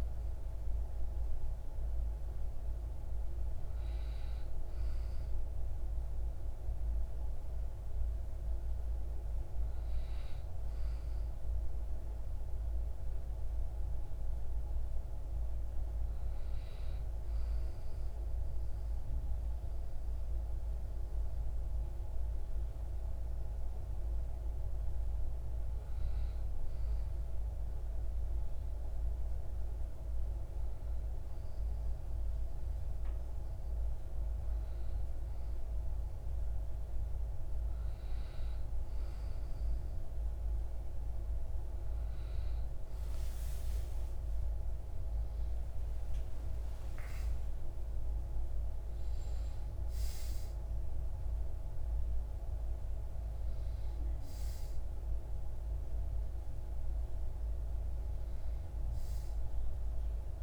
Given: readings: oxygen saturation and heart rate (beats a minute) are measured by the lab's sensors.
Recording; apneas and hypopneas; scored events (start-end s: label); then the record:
breathing in sleep, hard to hear, by a room microphone; 1
24.00-36.50 s: hypopnea (oxygen 96% before, 93% lowest)
38.00-42.50 s: arousal
From the record:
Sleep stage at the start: REM sleep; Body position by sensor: on the back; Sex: male